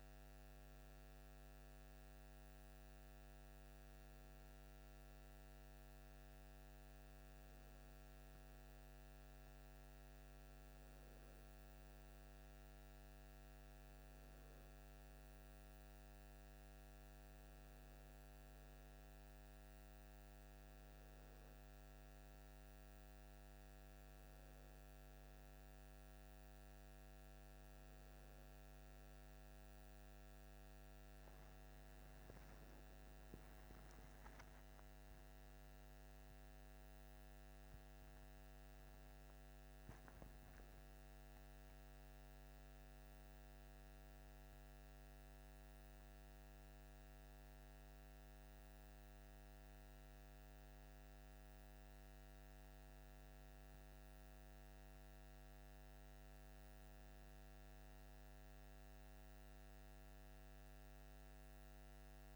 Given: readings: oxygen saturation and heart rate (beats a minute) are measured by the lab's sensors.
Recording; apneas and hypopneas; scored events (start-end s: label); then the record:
breathing in sleep, hard to hear, by a microphone on the trachea; none
33.00-38.50 s: arousal
From the record:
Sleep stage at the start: N2 (light sleep); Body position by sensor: on the left side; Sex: male